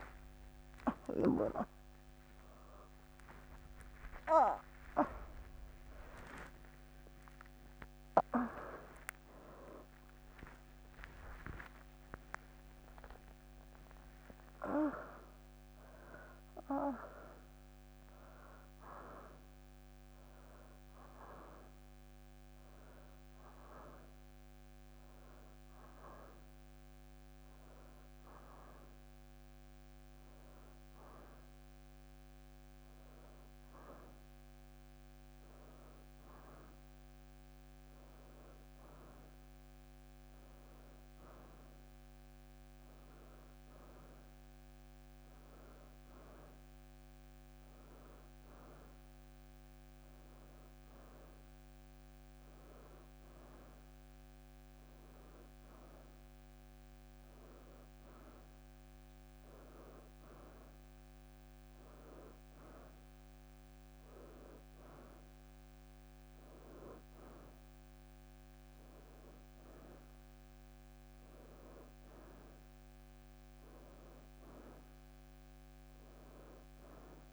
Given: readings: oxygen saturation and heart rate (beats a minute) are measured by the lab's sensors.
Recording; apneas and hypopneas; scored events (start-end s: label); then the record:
a person awake in a sleep study, by a microphone on the trachea; none
0.00-2.50 s: oxygen desaturation (device-marked, oxygen 92% lowest, heart rate 68 extreme)
16.50-17.50 s: leg movement (device-marked)
36.50-58.50 s: oxygen desaturation (device-marked, oxygen 96% before, 89% lowest, heart rate 83 before, 86 extreme)
38.50-40.00 s: leg movement (device-marked)
40.50-42.00 s: leg movement (device-marked)
42.50-45.00 s: leg movement (device-marked)
45.50-46.50 s: leg movement (device-marked)
45.50-77.33 s: new sleep stage, N1 (lightest sleep)
60.50-70.00 s: leg movement (device-marked)
70.50-72.50 s: leg movement (device-marked)
75.00-77.33 s: leg movement (device-marked)
From the record:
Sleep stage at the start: awake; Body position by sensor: on the right side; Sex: female